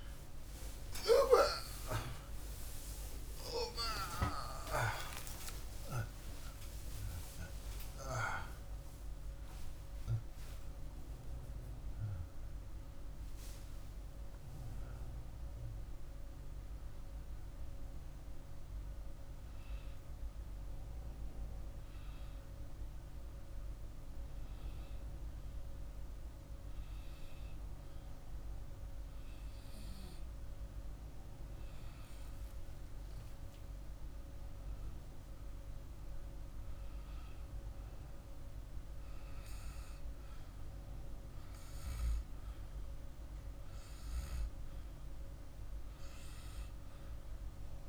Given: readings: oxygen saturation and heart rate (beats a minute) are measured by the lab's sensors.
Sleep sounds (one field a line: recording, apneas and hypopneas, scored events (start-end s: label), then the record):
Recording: breathing in sleep by a room microphone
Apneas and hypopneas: 1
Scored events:
1.50-6.50 s: arousal
21.00-33.50 s: hypopnea (oxygen 97% before, 95% lowest, heart rate 80 before, 50 extreme, up 18 after)
35.00-39.00 s: arousal
From the record:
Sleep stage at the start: N2 (light sleep)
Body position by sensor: on the back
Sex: male